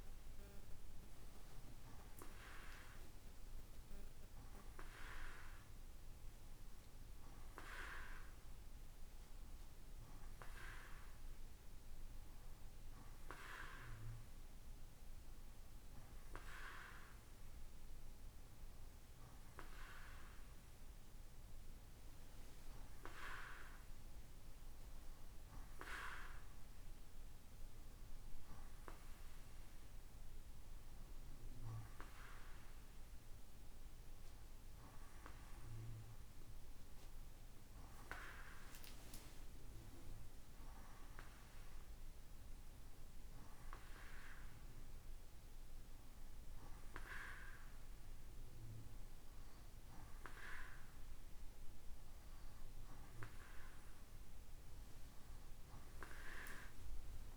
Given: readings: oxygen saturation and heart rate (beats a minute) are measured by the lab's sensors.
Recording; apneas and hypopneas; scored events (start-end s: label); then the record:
breathing in sleep by a room microphone; none
none scored
From the record:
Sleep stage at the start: N2 (light sleep); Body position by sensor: on the right side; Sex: male